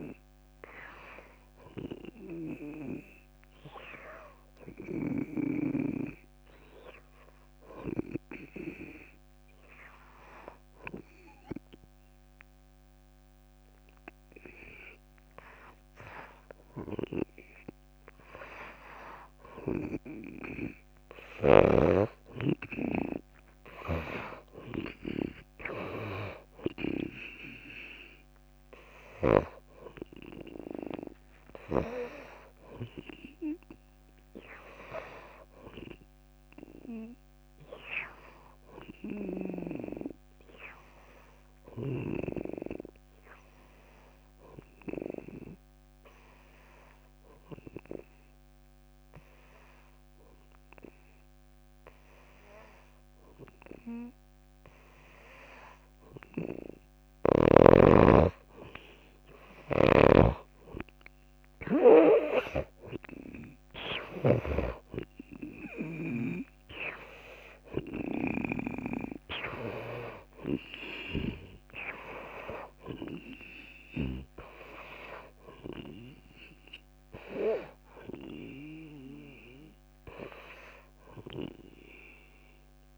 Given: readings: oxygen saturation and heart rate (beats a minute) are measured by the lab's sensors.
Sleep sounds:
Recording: breathing in sleep by a microphone on the trachea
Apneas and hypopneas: 2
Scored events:
9.00-21.00 s: hypopnea (oxygen 95% before, 86% lowest, heart rate 67 before, 58 extreme, up 5 after)
23.00-26.50 s: arousal
26.50-33.50 s: oxygen desaturation (device-marked, oxygen 95% before, 92% lowest, heart rate 69 before, 58 extreme)
32.50-44.50 s: drop in pulse transit time (device-marked, heart rate 70 before, 58 extreme)
44.50-57.00 s: obstructive apnea (oxygen 96% before, 84% lowest, heart rate 66 before, 62 extreme, up 11 after)
54.50-82.98 s: oxygen desaturation (device-marked, oxygen 96% before, 86% lowest, heart rate 62 before, 62 extreme)
55.50-65.50 s: drop in pulse transit time (device-marked, heart rate 62 before, 62 extreme)
59.00-62.50 s: arousal
60.00-74.50 s: snoring (device-marked)
From the record:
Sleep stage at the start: N2 (light sleep)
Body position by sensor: on the back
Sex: female

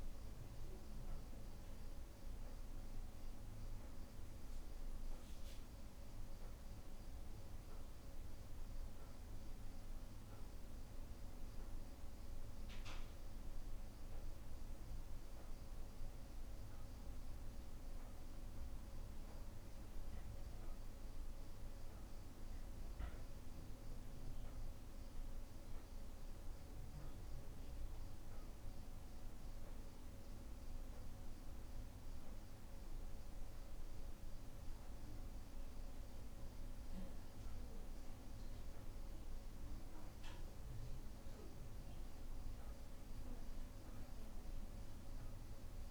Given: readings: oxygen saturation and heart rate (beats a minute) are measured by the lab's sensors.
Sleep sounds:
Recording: a person awake in a sleep study, hard to hear, by a room microphone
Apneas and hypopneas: none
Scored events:
none scored
From the record:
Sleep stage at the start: awake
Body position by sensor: on the back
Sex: male

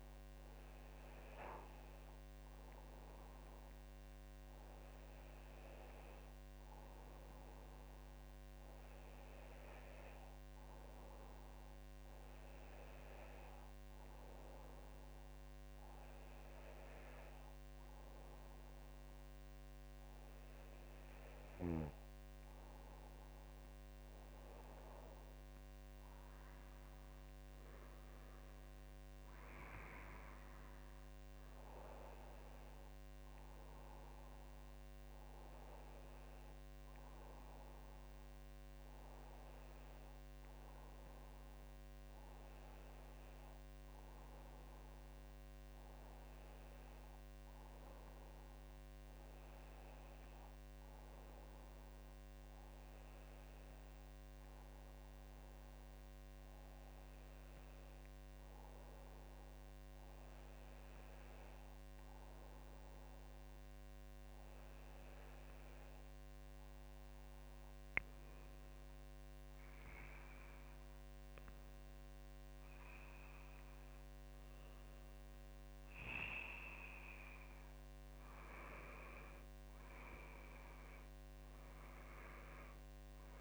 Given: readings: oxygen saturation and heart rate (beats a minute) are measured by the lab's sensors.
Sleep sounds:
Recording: breathing in sleep, hard to hear, by a microphone on the trachea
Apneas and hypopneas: none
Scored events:
none scored
From the record:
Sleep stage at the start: N2 (light sleep)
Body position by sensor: on the back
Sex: female

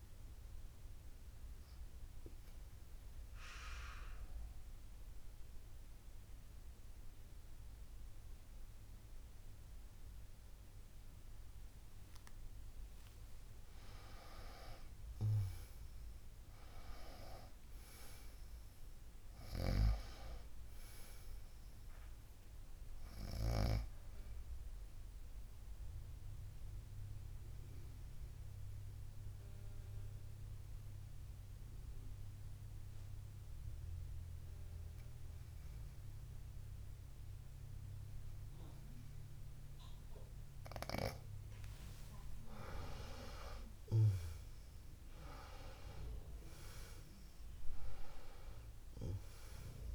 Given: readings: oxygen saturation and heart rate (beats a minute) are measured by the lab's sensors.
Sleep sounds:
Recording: breathing in sleep by a room microphone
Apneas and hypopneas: 2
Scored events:
0.00-8.00 s: oxygen desaturation (device-marked, oxygen 91% lowest, heart rate 51 extreme)
0.50-13.50 s: obstructive apnea (oxygen 96% before, 91% lowest, heart rate 62 before, 50 extreme, up 37 after)
15.00-18.50 s: arousal
20.50-25.00 s: snoring (device-marked)
21.00-39.00 s: oxygen desaturation (device-marked, oxygen 98% before, 93% lowest, heart rate 63 before, 50 extreme)
25.50-41.00 s: obstructive apnea (oxygen 98% before, 91% lowest, heart rate 65 before, 49 extreme, up 23 after)
42.50-47.00 s: arousal
47.00-49.95 s: oxygen desaturation (device-marked, oxygen 97% before, 91% lowest, heart rate 61 before, 49 extreme)
From the record:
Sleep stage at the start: N2 (light sleep)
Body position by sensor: on the back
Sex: female

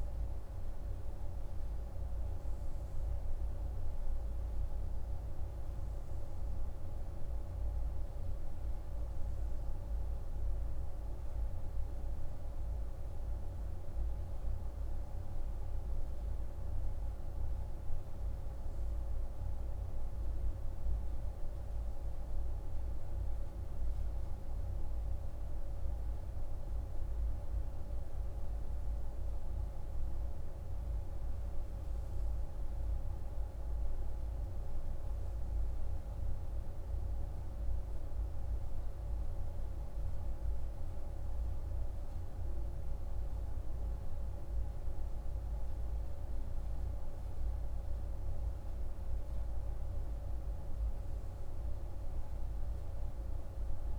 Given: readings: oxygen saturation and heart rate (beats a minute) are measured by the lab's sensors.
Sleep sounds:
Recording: breathing in sleep, hard to hear, by a room microphone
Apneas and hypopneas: none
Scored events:
none scored
From the record:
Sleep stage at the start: N2 (light sleep)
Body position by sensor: on the right side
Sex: male

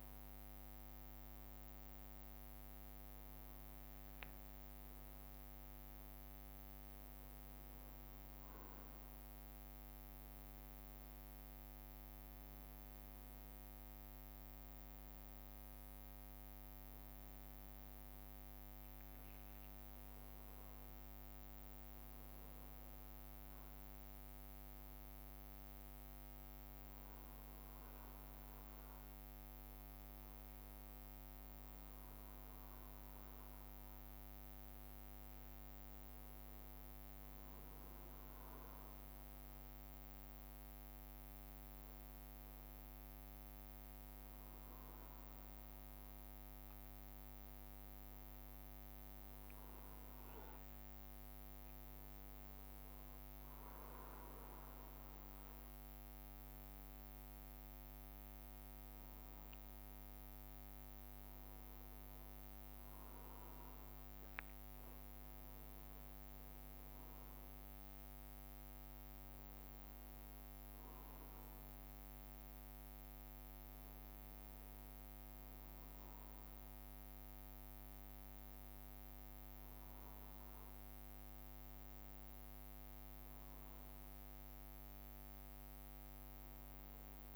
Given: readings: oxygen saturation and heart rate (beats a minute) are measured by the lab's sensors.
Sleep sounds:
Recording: breathing in sleep, hard to hear, by a microphone on the trachea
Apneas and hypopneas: none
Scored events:
0.00-6.00 s: leg movement (device-marked)
3.50-87.36 s: new sleep stage, N2 (light sleep)
8.50-14.50 s: leg movement (device-marked)
17.50-24.50 s: leg movement (device-marked)
21.50-23.50 s: long interval between heartbeats (device-marked, heart rate 68 before, 79 extreme)
26.00-31.00 s: leg movement (device-marked)
32.50-38.00 s: leg movement (device-marked)
38.50-43.50 s: leg movement (device-marked)
45.50-51.50 s: leg movement (device-marked)
52.50-58.00 s: leg movement (device-marked)
59.00-63.50 s: leg movement (device-marked)
60.50-72.50 s: drop in pulse transit time (device-marked, heart rate 67 before, 68 extreme)
65.50-71.50 s: leg movement (device-marked)
74.00-80.00 s: leg movement (device-marked)
82.00-87.36 s: leg movement (device-marked)
From the record:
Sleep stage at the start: N1 (lightest sleep)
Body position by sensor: on the back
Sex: male

